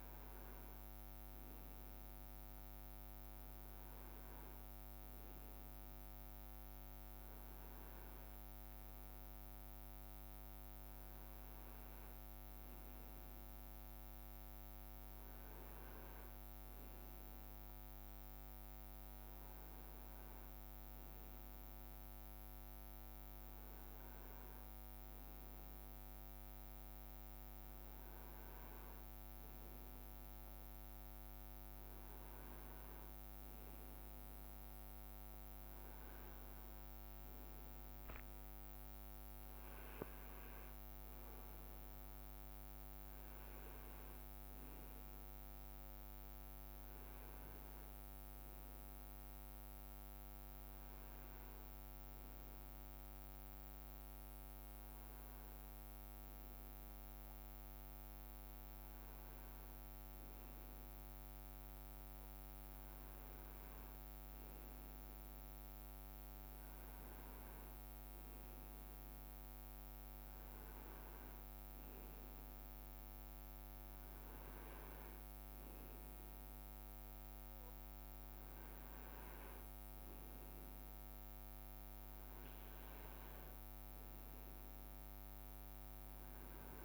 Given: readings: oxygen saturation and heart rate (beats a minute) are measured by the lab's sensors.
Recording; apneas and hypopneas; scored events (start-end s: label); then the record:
breathing in sleep, hard to hear, by a microphone on the trachea; none
none scored
From the record:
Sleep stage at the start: N2 (light sleep); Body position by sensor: on the right side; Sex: male